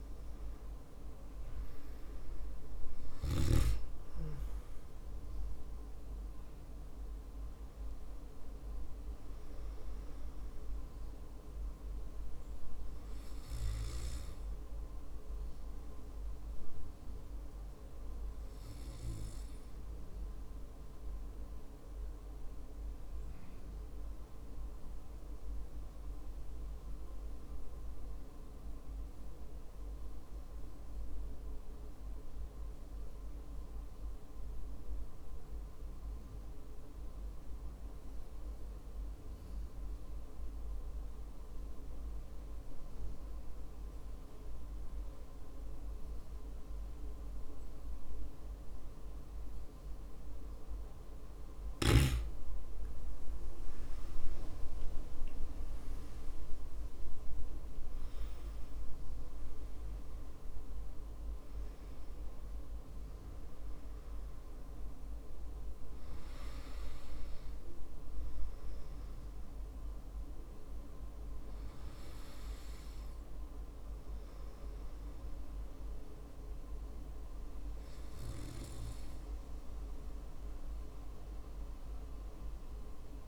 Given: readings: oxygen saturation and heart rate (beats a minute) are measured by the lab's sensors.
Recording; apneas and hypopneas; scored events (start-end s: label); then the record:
breathing in sleep, hard to hear, by a room microphone; 1
26.50-51.00 s: obstructive apnea (oxygen 95% before, 93% lowest, heart rate 56 before, 55 extreme, up 11 after)
45.00-48.00 s: oxygen desaturation (device-marked, oxygen 97% before, 95% lowest, heart rate 57 before, 57 extreme)
52.50-57.50 s: arousal
From the record:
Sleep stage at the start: N2 (light sleep); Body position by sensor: on the back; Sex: male